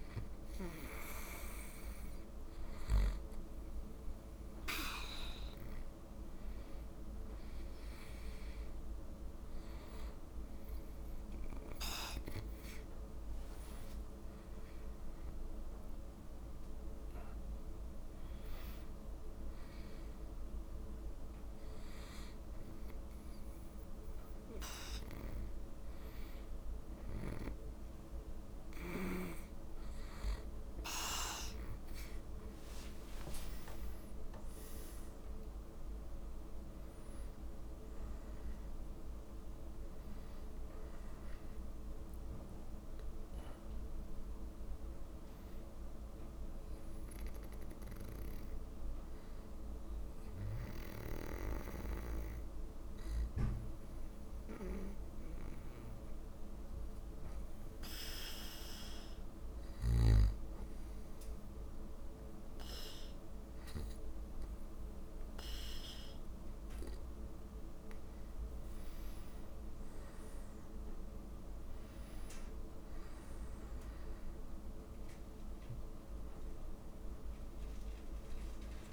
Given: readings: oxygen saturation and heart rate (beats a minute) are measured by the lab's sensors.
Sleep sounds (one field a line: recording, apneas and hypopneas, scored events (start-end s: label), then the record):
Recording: breathing in sleep by a room microphone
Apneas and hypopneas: 1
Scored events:
32.00-37.50 s: arousal
50.50-66.50 s: hypopnea (oxygen 99% before, 95% lowest)
69.00-72.00 s: arousal
From the record:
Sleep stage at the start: N2 (light sleep)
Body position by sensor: on the back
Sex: male